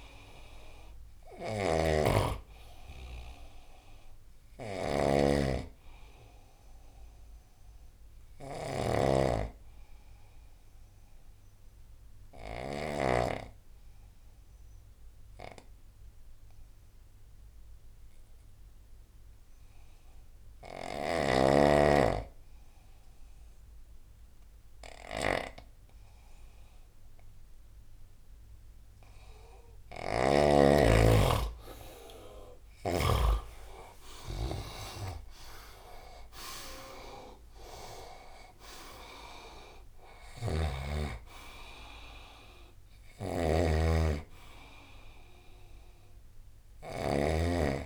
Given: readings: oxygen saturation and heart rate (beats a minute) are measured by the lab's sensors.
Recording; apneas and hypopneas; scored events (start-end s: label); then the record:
breathing in sleep by a room microphone; 1
0.00-5.50 s: oxygen desaturation (device-marked, oxygen 88% lowest, heart rate 70 extreme)
0.00-12.50 s: snoring (device-marked)
10.50-29.50 s: obstructive apnea (oxygen 95% before, 88% lowest, heart rate 77 before, 73 extreme, up 4 after)
29.50-33.00 s: snoring (device-marked)
32.50-36.00 s: arousal
32.50-47.86 s: oxygen desaturation (device-marked, oxygen 99% before, 90% lowest, heart rate 77 before, 71 extreme)
40.00-47.86 s: snoring (device-marked)
From the record:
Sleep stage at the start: N2 (light sleep); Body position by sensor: on the right side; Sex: male